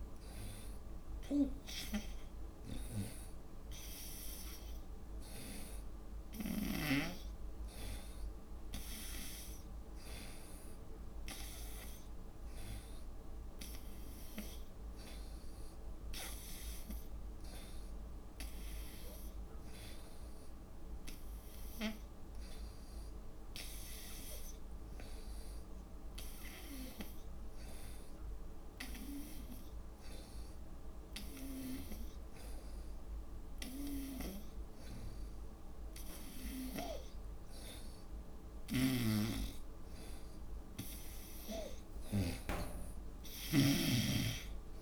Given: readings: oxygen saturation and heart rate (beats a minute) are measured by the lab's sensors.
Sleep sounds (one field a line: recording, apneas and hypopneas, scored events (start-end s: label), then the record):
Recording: breathing in sleep by a room microphone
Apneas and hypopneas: 1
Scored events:
24.00-39.50 s: hypopnea (oxygen 93% before, 84% lowest, heart rate 75 before, 73 extreme, up 3 after)
34.00-44.82 s: snoring (device-marked)
36.50-44.82 s: oxygen desaturation (device-marked, oxygen 90% before, 87% lowest, heart rate 74 before, 73 extreme)
From the record:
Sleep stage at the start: N2 (light sleep)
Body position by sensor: on the front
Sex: female